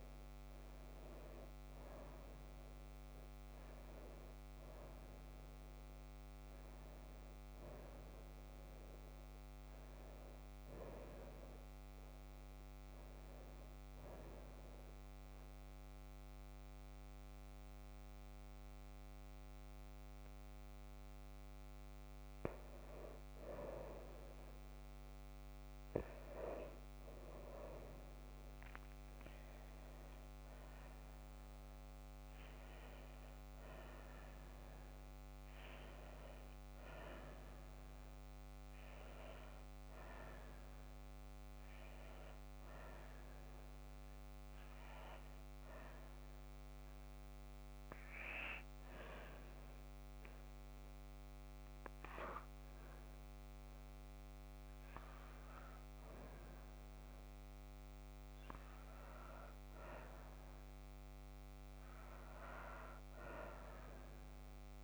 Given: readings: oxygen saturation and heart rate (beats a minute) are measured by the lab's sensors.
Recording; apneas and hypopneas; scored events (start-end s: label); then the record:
a person partly awake in a sleep study, by a microphone on the trachea; 1
0.00-21.00 s: oxygen desaturation (device-marked, oxygen 90% lowest)
30.00-64.84 s: new sleep stage, N2 (light sleep)
40.00-63.00 s: oxygen desaturation (device-marked, oxygen 94% before, 88% lowest)
45.50-56.00 s: hypopnea (oxygen 94% before, 88% lowest)
From the record:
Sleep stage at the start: awake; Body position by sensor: on the back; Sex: female